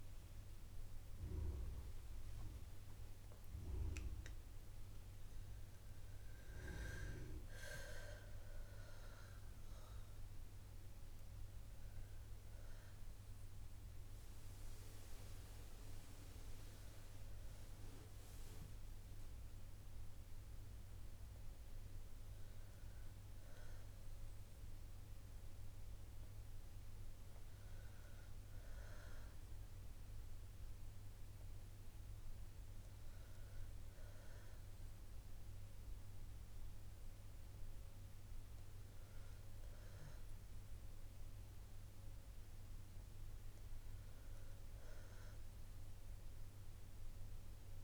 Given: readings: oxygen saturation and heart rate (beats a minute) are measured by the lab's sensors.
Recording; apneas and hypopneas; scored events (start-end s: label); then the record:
breathing in sleep by a room microphone; none
0.00-4.00 s: arousal
22.00-30.00 s: oxygen desaturation (device-marked, oxygen 95% before, 91% lowest, heart rate 69 before, 60 extreme)
From the record:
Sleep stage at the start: N2 (light sleep); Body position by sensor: on the back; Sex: female